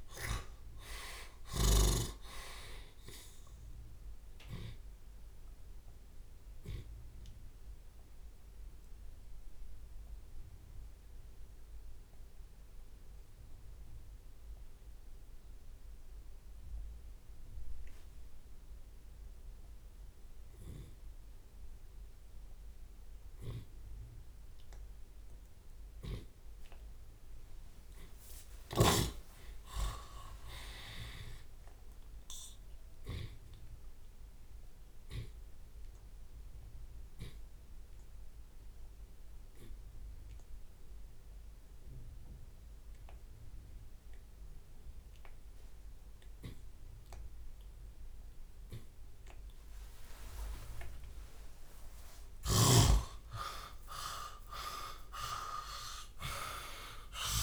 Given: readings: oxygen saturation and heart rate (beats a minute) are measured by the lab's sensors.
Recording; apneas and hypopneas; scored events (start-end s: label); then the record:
breathing in sleep by a room microphone; 2
0.00-9.50 s: drop in pulse transit time (device-marked, heart rate 65 extreme)
6.50-26.00 s: obstructive apnea (oxygen 97% before, 72% lowest)
25.50-38.50 s: drop in pulse transit time (device-marked, heart rate 59 before, 54 extreme)
26.50-39.50 s: tachycardia (device-marked, heart rate 75 before, 118 extreme)
27.50-31.50 s: arousal
28.00-30.00 s: long interval between heartbeats (device-marked, heart rate 57 before, 71 extreme)
30.00-32.00 s: long interval between heartbeats (device-marked, heart rate 58 before, 111 extreme)
30.50-36.50 s: oxygen desaturation (device-marked, oxygen 95% before, 83% lowest)
33.50-35.50 s: long interval between heartbeats (device-marked, heart rate 70 before, 118 extreme)
35.50-53.00 s: obstructive apnea (oxygen 96% before, 72% lowest)
48.50-55.50 s: tachycardia (device-marked, heart rate 75 before, 138 extreme)
54.00-56.00 s: long interval between heartbeats (device-marked, heart rate 82 before, 129 extreme)
54.00-57.43 s: arousal
54.50-57.43 s: drop in pulse transit time (device-marked, heart rate 83 before, 73 extreme)
From the record:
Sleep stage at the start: N2 (light sleep); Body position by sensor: on the left side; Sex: male